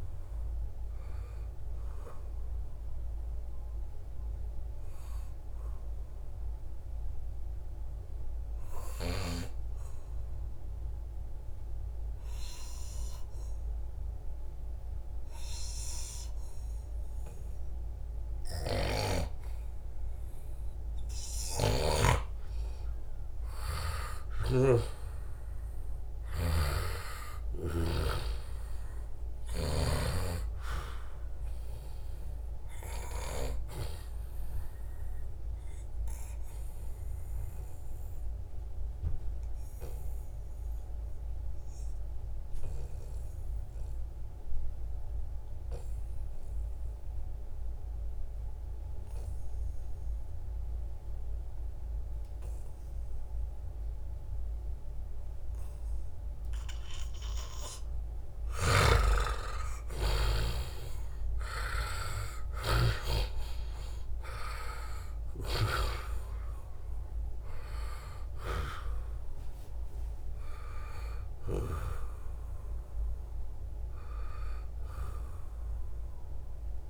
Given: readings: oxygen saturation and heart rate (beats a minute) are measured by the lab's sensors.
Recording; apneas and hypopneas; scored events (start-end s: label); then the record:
breathing in sleep by a room microphone; 2
0.00-14.50 s: oxygen desaturation (device-marked, oxygen 86% lowest, heart rate 68 extreme)
3.00-21.00 s: obstructive apnea (oxygen 97% before, 86% lowest, heart rate 73 before, 75 extreme, up 14 after)
18.50-30.00 s: snoring (device-marked)
23.00-27.50 s: arousal
23.50-25.50 s: long interval between heartbeats (device-marked, heart rate 78 before, 86 extreme)
30.50-43.50 s: oxygen desaturation (device-marked, oxygen 98% before, 93% lowest, heart rate 80 before, 70 extreme)
34.50-58.00 s: obstructive apnea (oxygen 98% before, 88% lowest, heart rate 81 before, 70 extreme, up 16 after)
57.50-76.90 s: oxygen desaturation (device-marked, oxygen 96% before, 88% lowest, heart rate 74 before, 69 extreme)
58.50-63.00 s: snoring (device-marked)
59.50-64.00 s: arousal
65.50-67.50 s: long interval between heartbeats (device-marked, heart rate 72 before, 86 extreme)
From the record:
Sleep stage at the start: N2 (light sleep); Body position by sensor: on the back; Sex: male